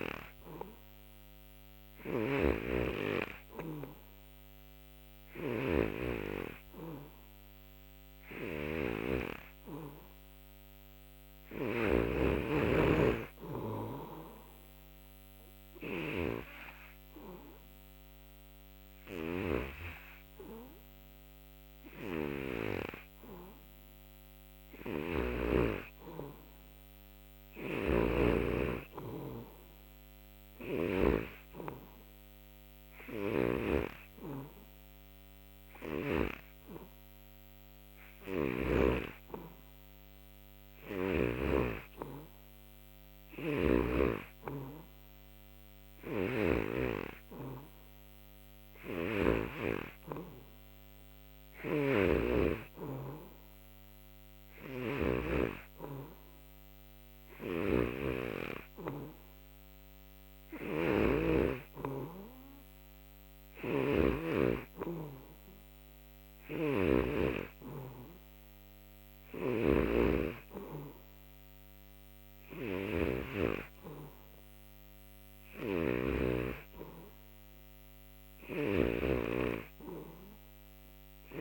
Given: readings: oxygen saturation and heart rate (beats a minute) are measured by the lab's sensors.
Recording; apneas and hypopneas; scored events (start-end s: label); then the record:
breathing in sleep by a microphone on the trachea; none
0.00-12.00 s: snoring (device-marked)
19.00-25.50 s: snoring (device-marked)
27.50-31.00 s: snoring (device-marked)
36.50-44.50 s: oxygen desaturation (device-marked, oxygen 92% before, 89% lowest, heart rate 88 before, 87 extreme)
38.00-41.50 s: snoring (device-marked)
46.00-49.50 s: snoring (device-marked)
49.50-56.50 s: oxygen desaturation (device-marked, oxygen 91% before, 88% lowest, heart rate 98 before, 67 extreme)
51.50-67.00 s: snoring (device-marked)
69.00-79.00 s: snoring (device-marked)
From the record:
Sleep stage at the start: N3 (deep sleep); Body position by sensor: on the back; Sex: male